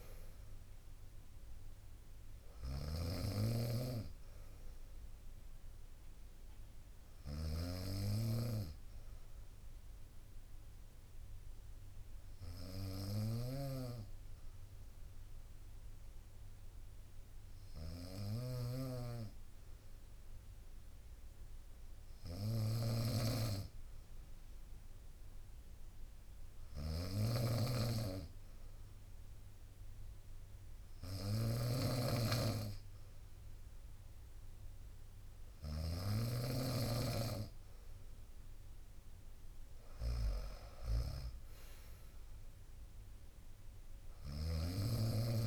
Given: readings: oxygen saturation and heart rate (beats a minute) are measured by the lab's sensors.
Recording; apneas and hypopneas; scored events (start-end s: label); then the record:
breathing in sleep by a room microphone; 1
0.00-5.00 s: drop in pulse transit time (device-marked, heart rate 59 extreme)
0.00-45.47 s: snoring (device-marked)
1.00-9.00 s: bradycardia (device-marked, heart rate 64 before, 57 extreme)
8.00-20.50 s: obstructive apnea (oxygen 96% before, 94% lowest, heart rate 62 before, 61 extreme, up 1 after)
24.50-28.50 s: arousal
From the record:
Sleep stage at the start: N2 (light sleep); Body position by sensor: on the right side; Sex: female